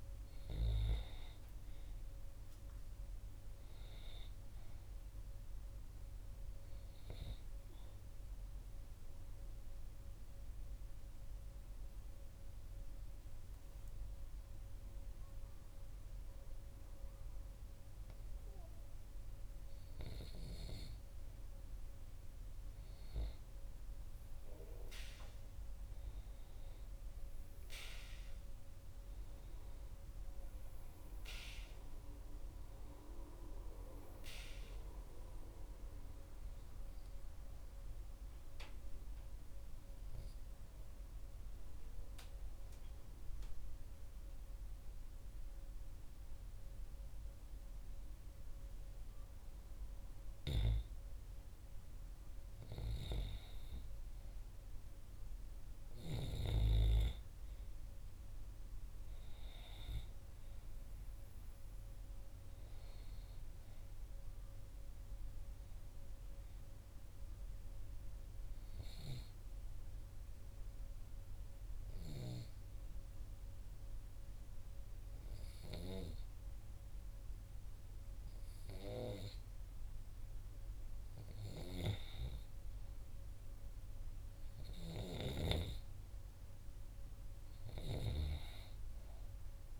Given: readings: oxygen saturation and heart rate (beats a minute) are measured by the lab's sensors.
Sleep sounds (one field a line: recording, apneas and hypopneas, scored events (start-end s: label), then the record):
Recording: breathing in sleep by a room microphone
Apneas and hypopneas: 3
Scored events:
2.00-22.00 s: oxygen desaturation (device-marked, oxygen 95% before, 87% lowest, heart rate 61 before, 59 extreme)
8.50-22.00 s: obstructive apnea (oxygen 95% before, 87% lowest, heart rate 61 before, 59 extreme, up 2 after)
29.00-32.50 s: arousal
32.00-46.00 s: oxygen desaturation (device-marked, oxygen 96% before, 90% lowest, heart rate 60 before, 59 extreme)
40.50-51.50 s: obstructive apnea (oxygen 96% before, 90% lowest, heart rate 60 before, 59 extreme, up 2 after)
55.00-59.50 s: arousal
63.00-80.00 s: oxygen desaturation (device-marked, oxygen 95% before, 90% lowest, heart rate 60 before, 60 extreme)
70.50-81.50 s: obstructive apnea (oxygen 95% before, 90% lowest, heart rate 60 before, 60 extreme, up 1 after)
83.00-86.00 s: arousal
From the record:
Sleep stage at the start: N2 (light sleep)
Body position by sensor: on the right side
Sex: female